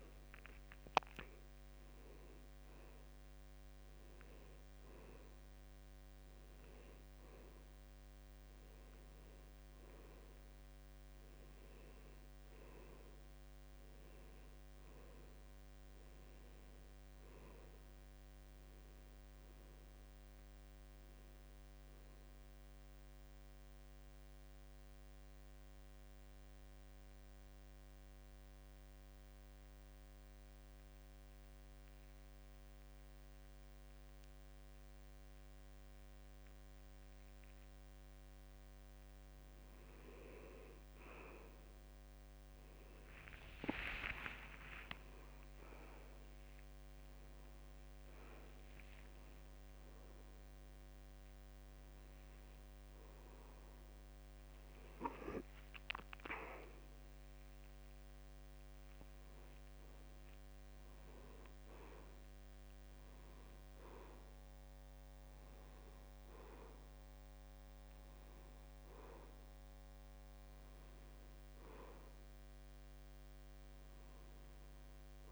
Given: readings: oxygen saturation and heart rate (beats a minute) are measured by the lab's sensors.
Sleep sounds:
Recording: breathing in sleep by a microphone on the trachea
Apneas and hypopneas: 1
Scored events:
0.00-13.50 s: oxygen desaturation (device-marked, oxygen 83% lowest, heart rate 70 extreme)
16.50-20.50 s: arousal
23.50-39.00 s: central apnea (oxygen 97% before, 87% lowest, heart rate 77 before, 70 extreme, up 7 after)
38.50-63.50 s: oxygen desaturation (device-marked, oxygen 95% before, 87% lowest, heart rate 72 before, 67 extreme)
40.50-70.50 s: new sleep stage, N1 (lightest sleep)
41.00-44.50 s: arousal
49.00-51.00 s: long interval between heartbeats (device-marked, heart rate 72 before, 84 extreme)
70.50-75.31 s: new sleep stage, N2 (light sleep)
From the record:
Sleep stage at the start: N2 (light sleep)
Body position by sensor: on the back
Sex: male

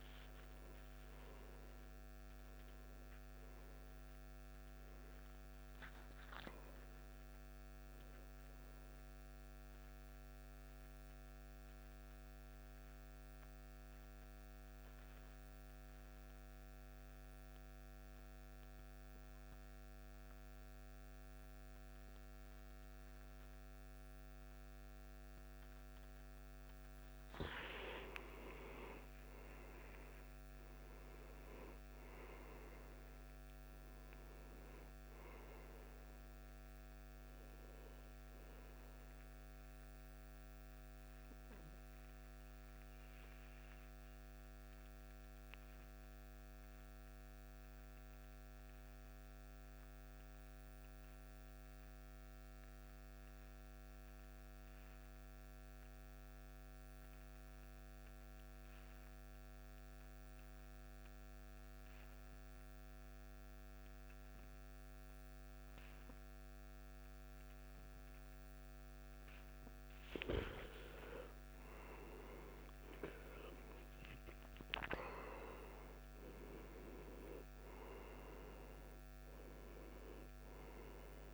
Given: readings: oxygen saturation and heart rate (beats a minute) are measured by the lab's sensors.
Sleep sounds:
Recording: breathing in sleep by a microphone on the trachea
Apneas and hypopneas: 2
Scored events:
0.00-9.50 s: oxygen desaturation (device-marked, oxygen 87% lowest, heart rate 56 extreme)
10.50-26.50 s: hypopnea (oxygen 97% before, 88% lowest, heart rate 70 before, 56 extreme, up 9 after)
28.00-32.00 s: arousal
29.50-48.50 s: oxygen desaturation (device-marked, oxygen 98% before, 91% lowest, heart rate 60 before, 58 extreme)
45.50-70.00 s: obstructive apnea (oxygen 99% before, 88% lowest, heart rate 62 before, 56 extreme, up 15 after)
67.50-81.34 s: oxygen desaturation (device-marked, oxygen 96% before, 88% lowest, heart rate 59 before, 54 extreme)
71.00-76.00 s: arousal
From the record:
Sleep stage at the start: N2 (light sleep)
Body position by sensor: on the back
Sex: male

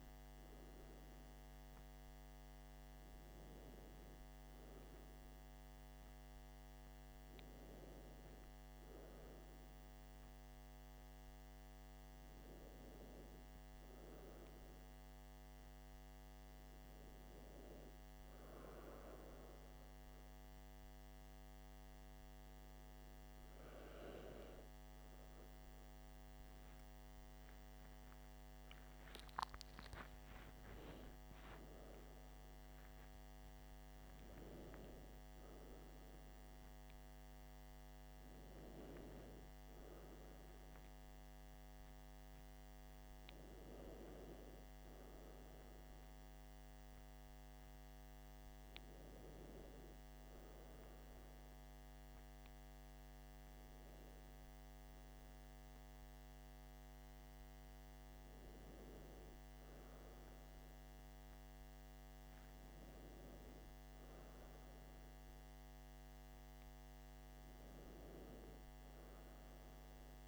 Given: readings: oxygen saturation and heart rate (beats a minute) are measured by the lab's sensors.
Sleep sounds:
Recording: breathing in sleep, hard to hear, by a microphone on the trachea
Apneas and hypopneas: 1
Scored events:
18.00-29.00 s: hypopnea (oxygen 96% before, 94% lowest, heart rate 58 before, 54 extreme, up 12 after)
30.00-33.50 s: arousal
From the record:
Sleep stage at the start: N2 (light sleep)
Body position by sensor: on the back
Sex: male

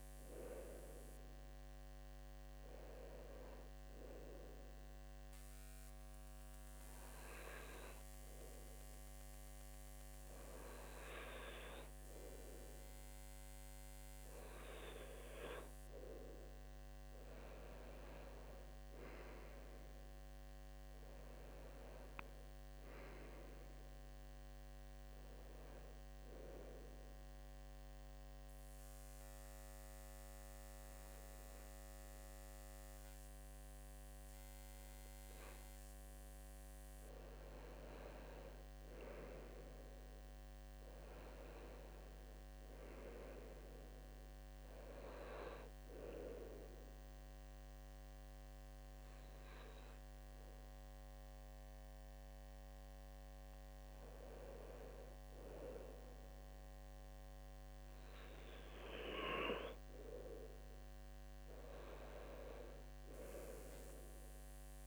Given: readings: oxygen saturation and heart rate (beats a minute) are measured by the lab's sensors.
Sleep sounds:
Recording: breathing in sleep by a microphone on the trachea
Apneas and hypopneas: 2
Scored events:
0.00-3.00 s: oxygen desaturation (device-marked, oxygen 93% lowest, heart rate 72 extreme)
4.50-14.50 s: hypopnea (oxygen 97% before, 91% lowest, heart rate 75 before, 72 extreme, up 7 after)
18.00-22.00 s: arousal
26.00-36.50 s: mixed apnea (oxygen 95% before, 91% lowest, heart rate 75 before, 72 extreme, up 0 after)
30.00-64.87 s: new sleep stage, N2 (light sleep)
40.50-45.00 s: arousal
51.00-61.00 s: oxygen desaturation (device-marked, oxygen 95% before, 91% lowest, heart rate 76 before, 72 extreme)
From the record:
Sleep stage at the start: N1 (lightest sleep)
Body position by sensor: on the left side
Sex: male

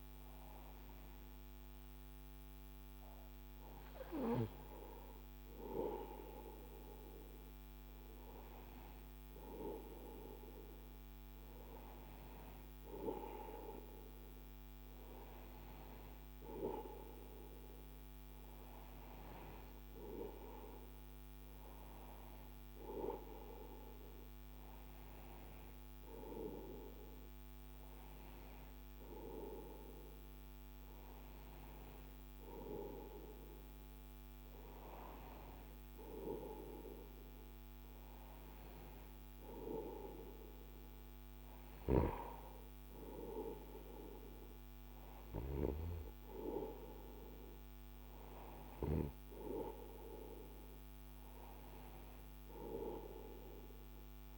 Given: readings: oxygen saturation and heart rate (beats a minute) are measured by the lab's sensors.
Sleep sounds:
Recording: breathing in sleep by a microphone on the trachea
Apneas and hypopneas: none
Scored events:
none scored
From the record:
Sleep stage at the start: N2 (light sleep)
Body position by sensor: on the right side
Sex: male

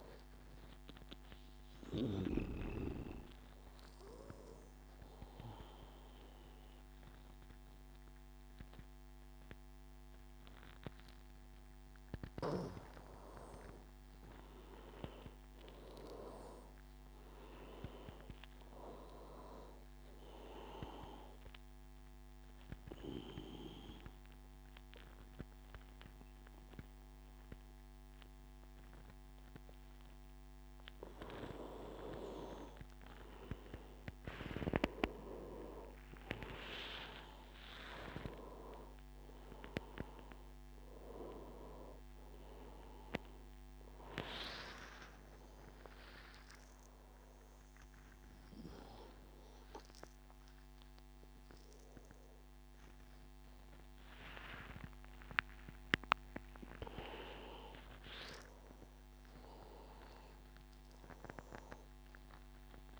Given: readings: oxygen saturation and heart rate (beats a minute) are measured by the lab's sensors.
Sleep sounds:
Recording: a person partly awake in a sleep study, by a microphone on the trachea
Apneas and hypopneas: 2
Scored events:
2.00-13.00 s: hypopnea (oxygen 97% before, 90% lowest, heart rate 97 before, 87 extreme, up 7 after)
14.50-17.50 s: arousal
18.50-33.50 s: oxygen desaturation (device-marked, oxygen 96% before, 90% lowest, heart rate 94 before, 88 extreme)
21.50-32.00 s: obstructive apnea (oxygen 97% before, 90% lowest, heart rate 93 before, 88 extreme, up 8 after)
44.50-63.00 s: new sleep stage, awake
From the record:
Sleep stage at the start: N2 (light sleep)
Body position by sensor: on the back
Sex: male

